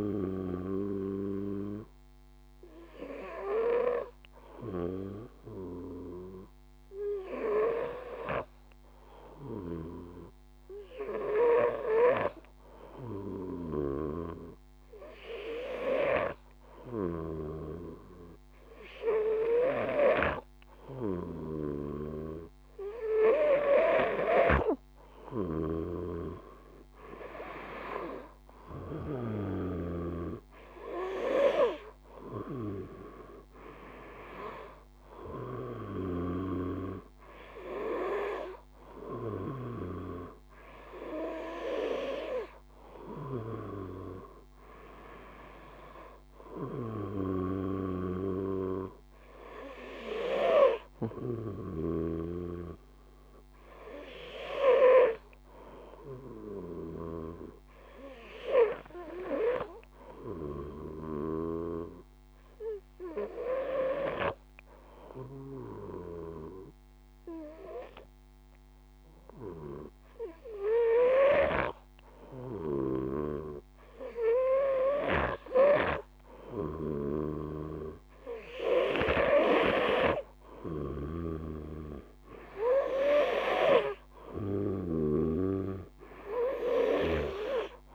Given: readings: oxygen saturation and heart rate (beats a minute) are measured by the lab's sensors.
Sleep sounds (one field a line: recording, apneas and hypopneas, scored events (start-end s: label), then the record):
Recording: breathing in sleep by a microphone on the trachea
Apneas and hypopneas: 2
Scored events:
2.50-22.00 s: hypopnea (oxygen 97% before, 94% lowest, heart rate 54 before, 52 extreme, up 1 after)
13.00-28.50 s: snoring (device-marked)
25.50-29.00 s: arousal
47.00-60.50 s: snoring (device-marked)
60.00-74.50 s: obstructive apnea (oxygen 96% before, 92% lowest, heart rate 53 before, 51 extreme, up 2 after)
72.00-84.50 s: snoring (device-marked)
76.00-79.00 s: arousal
From the record:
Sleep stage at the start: N2 (light sleep)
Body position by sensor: on the back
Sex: male